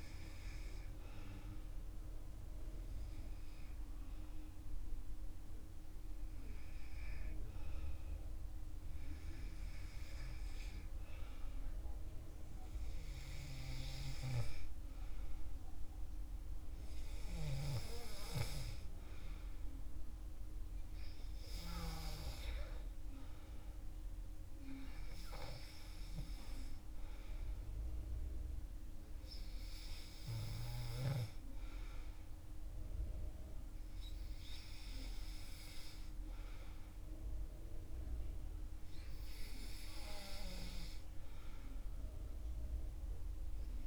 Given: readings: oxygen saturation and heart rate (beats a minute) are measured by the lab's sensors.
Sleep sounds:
breathing in sleep by a room microphone; none
none scored
From the record:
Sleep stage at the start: N2 (light sleep); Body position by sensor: on the back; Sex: male

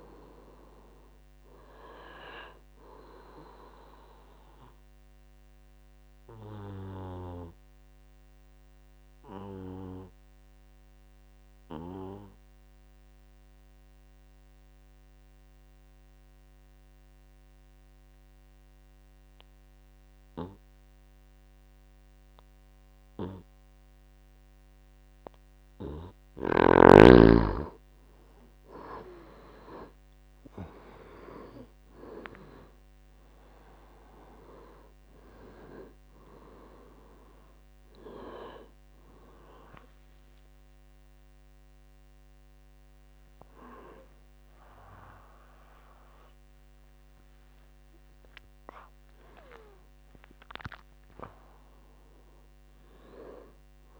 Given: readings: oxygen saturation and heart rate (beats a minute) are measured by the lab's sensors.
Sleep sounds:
breathing in sleep by a microphone on the trachea; 1
0.00-19.00 s: oxygen desaturation (device-marked, oxygen 84% lowest, heart rate 55 extreme)
5.00-26.00 s: obstructive apnea (oxygen 99% before, 83% lowest, heart rate 70 before, 58 extreme, up 10 after)
25.00-54.00 s: oxygen desaturation (device-marked, oxygen 99% before, 83% lowest, heart rate 61 before, 56 extreme)
29.50-33.50 s: arousal
46.00-50.00 s: arousal
From the record:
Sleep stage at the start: N2 (light sleep); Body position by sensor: on the back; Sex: male

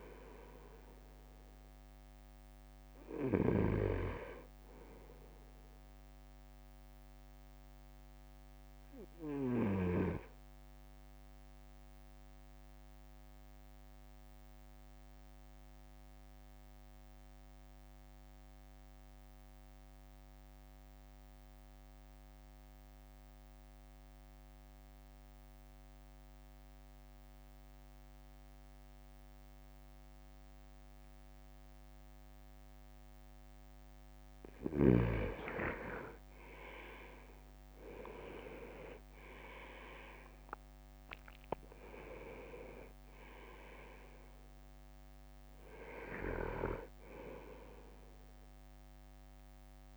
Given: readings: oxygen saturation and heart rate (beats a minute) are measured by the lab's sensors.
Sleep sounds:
breathing in sleep by a microphone on the trachea; 1
0.00-5.00 s: drop in pulse transit time (device-marked, heart rate 54 extreme)
7.50-33.50 s: obstructive apnea (oxygen 99% before, 95% lowest, heart rate 55 before, 51 extreme, up 9 after)
36.00-40.00 s: leg movement (device-marked)
37.00-41.50 s: arousal
40.00-49.97 s: drop in pulse transit time (device-marked, heart rate 54 before, 55 extreme)
46.50-49.97 s: snoring (device-marked)
From the record:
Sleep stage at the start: N2 (light sleep); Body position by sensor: on the right side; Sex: male

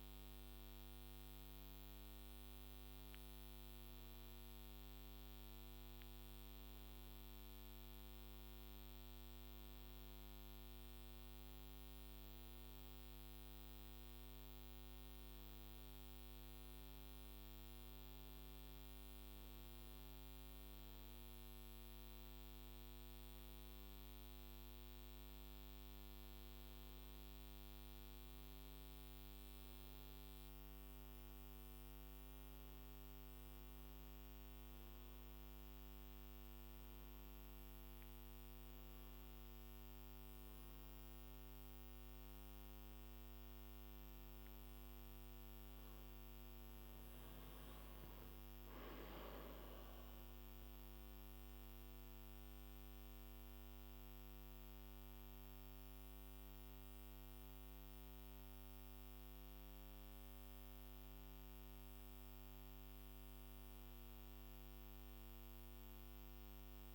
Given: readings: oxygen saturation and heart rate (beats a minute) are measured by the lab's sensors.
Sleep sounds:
a person awake in a sleep study, hard to hear, by a microphone on the trachea; none
none scored
From the record:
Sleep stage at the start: awake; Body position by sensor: on the back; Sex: male

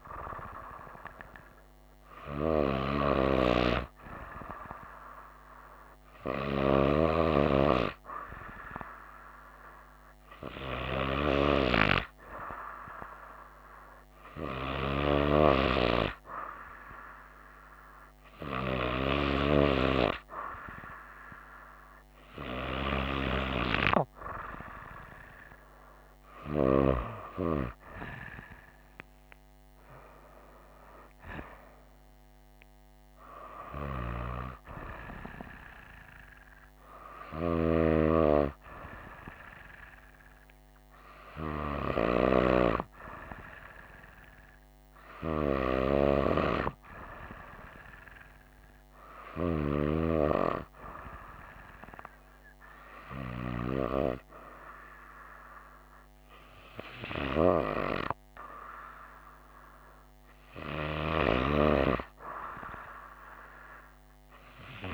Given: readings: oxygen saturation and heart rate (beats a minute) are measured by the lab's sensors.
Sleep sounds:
breathing in sleep by a microphone on the trachea; none
none scored
From the record:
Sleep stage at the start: N2 (light sleep); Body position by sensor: on the right side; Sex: female

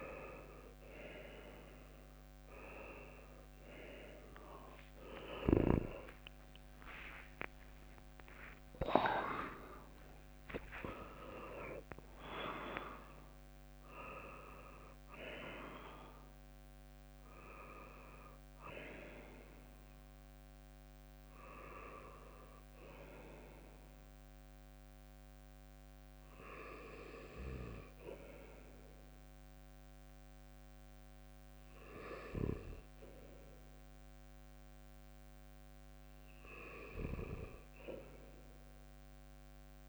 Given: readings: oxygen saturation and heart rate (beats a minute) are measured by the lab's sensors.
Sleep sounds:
breathing in sleep by a microphone on the trachea; none
4.00-9.50 s: arousal
6.50-8.50 s: long interval between heartbeats (device-marked, heart rate 74 before, 89 extreme)
28.50-39.89 s: oxygen desaturation (device-marked, oxygen 96% before, 91% lowest, heart rate 83 before, 65 extreme)
From the record:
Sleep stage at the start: N2 (light sleep); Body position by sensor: on the right side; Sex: male

